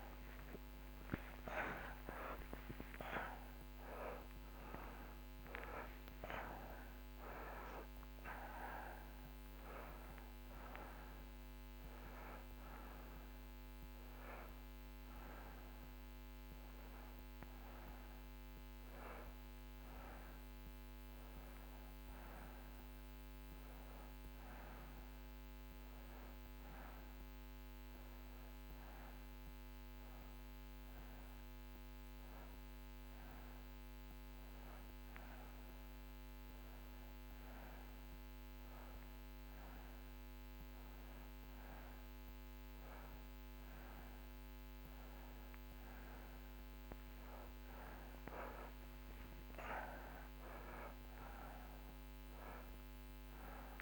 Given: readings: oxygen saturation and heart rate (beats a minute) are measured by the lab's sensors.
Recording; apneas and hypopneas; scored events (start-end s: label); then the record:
a person partly awake in a sleep study, by a microphone on the trachea; 1
15.00-33.00 s: oxygen desaturation (device-marked, oxygen 96% before, 91% lowest)
20.00-50.00 s: new sleep stage, N1 (lightest sleep)
26.50-41.50 s: hypopnea (oxygen 96% before, 89% lowest)
45.00-48.00 s: arousal
50.00-53.82 s: new sleep stage, N2 (light sleep)
From the record:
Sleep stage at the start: awake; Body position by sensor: on the right side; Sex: male